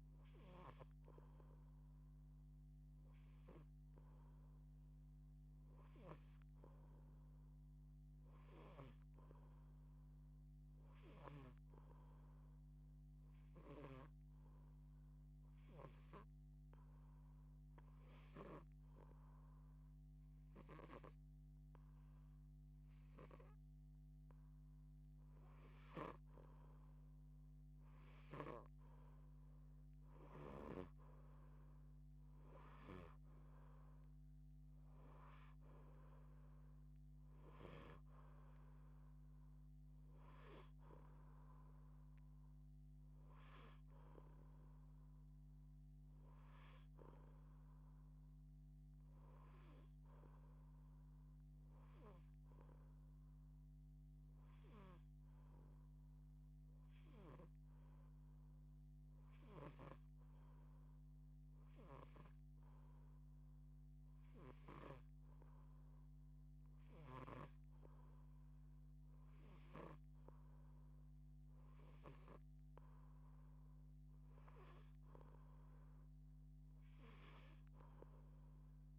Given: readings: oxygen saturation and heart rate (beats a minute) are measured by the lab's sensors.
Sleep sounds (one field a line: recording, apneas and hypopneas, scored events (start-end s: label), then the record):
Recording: breathing in sleep by a microphone on the trachea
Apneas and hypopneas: 2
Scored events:
0.00-14.00 s: oxygen desaturation (device-marked, oxygen 85% lowest)
12.00-24.00 s: hypopnea (oxygen 88% before, 84% lowest)
25.50-30.00 s: arousal
32.00-57.00 s: oxygen desaturation (device-marked, oxygen 88% before, 84% lowest)
56.00-69.50 s: hypopnea (oxygen 88% before, 87% lowest)
59.00-64.50 s: snoring (device-marked)
70.50-74.50 s: arousal
72.00-78.99 s: oxygen desaturation (device-marked, oxygen 91% before, 87% lowest)
From the record:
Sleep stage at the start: N2 (light sleep)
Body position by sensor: on the back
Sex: female